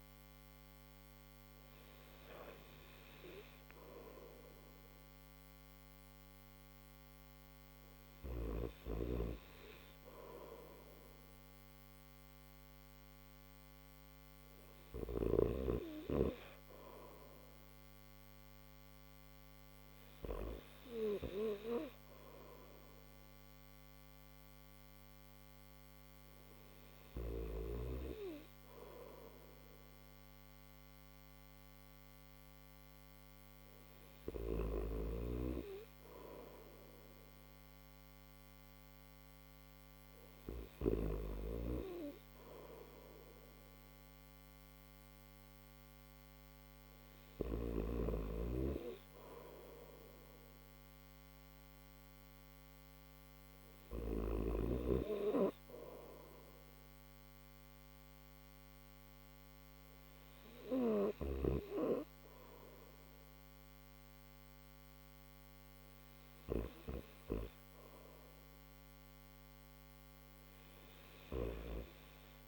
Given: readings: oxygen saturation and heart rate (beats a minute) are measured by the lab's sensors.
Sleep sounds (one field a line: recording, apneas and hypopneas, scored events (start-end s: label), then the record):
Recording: breathing in sleep by a microphone on the trachea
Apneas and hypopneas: none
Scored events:
none scored
From the record:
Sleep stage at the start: N3 (deep sleep)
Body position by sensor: upright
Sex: male